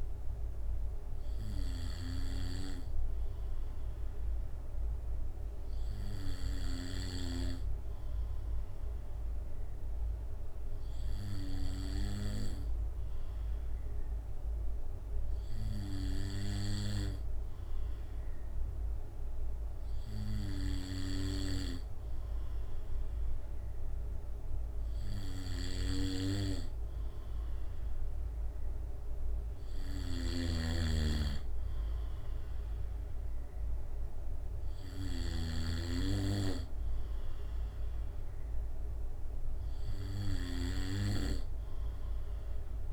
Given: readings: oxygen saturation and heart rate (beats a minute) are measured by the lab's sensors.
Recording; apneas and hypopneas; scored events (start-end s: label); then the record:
breathing in sleep by a room microphone; 1
9.50-25.00 s: obstructive apnea (oxygen 95% before, 95% lowest, heart rate 67 before, 67 extreme, up 2 after)
28.50-32.00 s: arousal
30.00-35.50 s: snoring (device-marked)
From the record:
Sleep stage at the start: N2 (light sleep); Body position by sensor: on the back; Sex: male